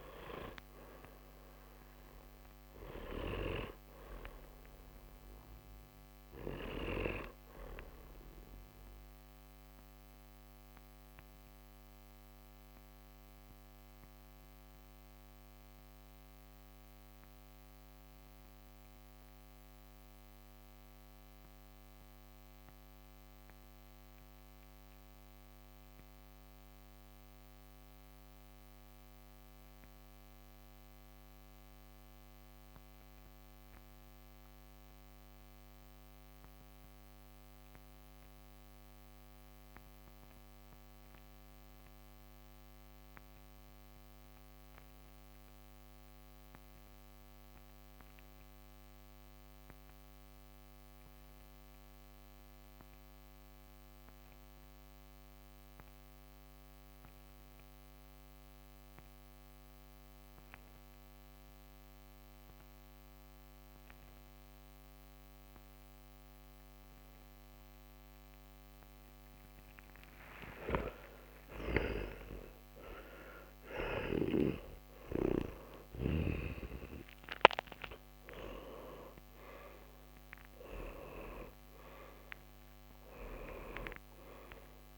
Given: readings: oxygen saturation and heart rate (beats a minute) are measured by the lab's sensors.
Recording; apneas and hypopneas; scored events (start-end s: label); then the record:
breathing in sleep by a microphone on the trachea; 1
0.00-22.50 s: oxygen desaturation (device-marked, oxygen 85% lowest, heart rate 48 extreme)
9.00-69.50 s: mixed apnea (oxygen 95% before, 82% lowest, heart rate 64 before, 48 extreme, up 10 after)
52.50-84.98 s: oxygen desaturation (device-marked, oxygen 97% before, 82% lowest, heart rate 54 before, 43 extreme)
71.50-78.50 s: arousal
From the record:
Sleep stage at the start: N2 (light sleep); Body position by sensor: on the back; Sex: male